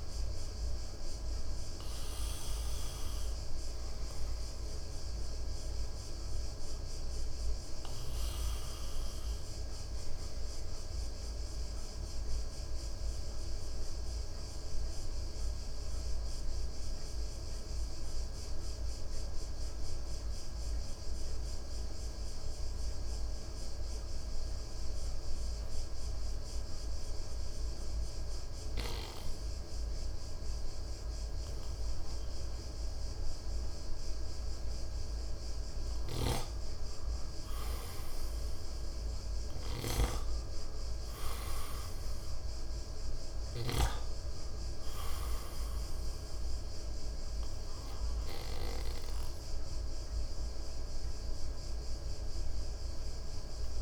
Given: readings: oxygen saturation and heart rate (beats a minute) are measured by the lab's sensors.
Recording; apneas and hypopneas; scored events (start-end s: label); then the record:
breathing in sleep, hard to hear, by a room microphone; 1
13.00-35.00 s: mixed apnea (oxygen 98% before, 92% lowest, heart rate 58 before, 56 extreme, up 2 after)
32.00-41.00 s: oxygen desaturation (device-marked, oxygen 97% before, 93% lowest, heart rate 58 before, 58 extreme)
37.00-41.50 s: arousal
From the record:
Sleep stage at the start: N2 (light sleep); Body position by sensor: on the right side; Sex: male